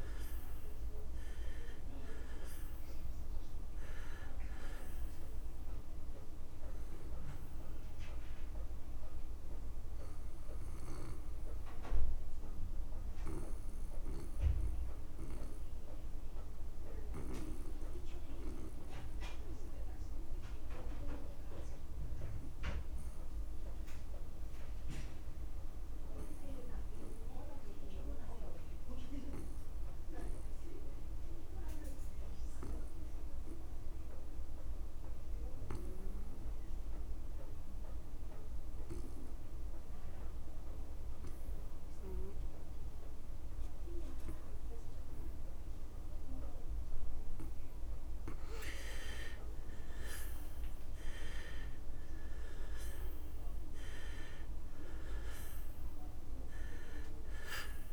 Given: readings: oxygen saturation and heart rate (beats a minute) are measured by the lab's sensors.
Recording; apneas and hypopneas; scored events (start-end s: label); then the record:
breathing in sleep by a room microphone; 1
0.00-28.00 s: oxygen desaturation (device-marked, oxygen 79% lowest)
12.00-46.50 s: obstructive apnea (oxygen 96% before, 78% lowest)
35.00-37.00 s: long interval between heartbeats (device-marked)
40.00-57.93 s: oxygen desaturation (device-marked, oxygen 99% before, 78% lowest)
49.00-53.00 s: arousal
From the record:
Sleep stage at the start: N2 (light sleep); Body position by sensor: on the back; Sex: male